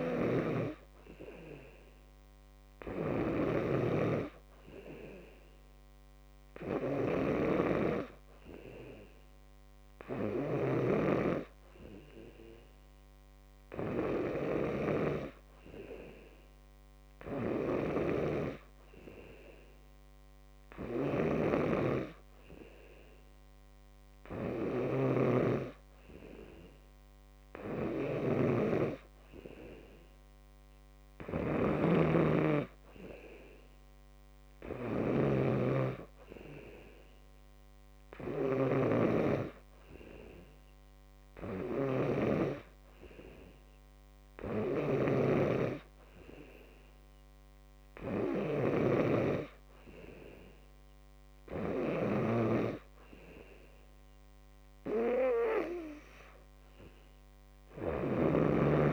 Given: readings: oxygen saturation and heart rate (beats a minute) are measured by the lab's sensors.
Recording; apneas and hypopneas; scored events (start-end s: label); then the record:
breathing in sleep by a microphone on the trachea; none
none scored
From the record:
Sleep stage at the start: N2 (light sleep); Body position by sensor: on the back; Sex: male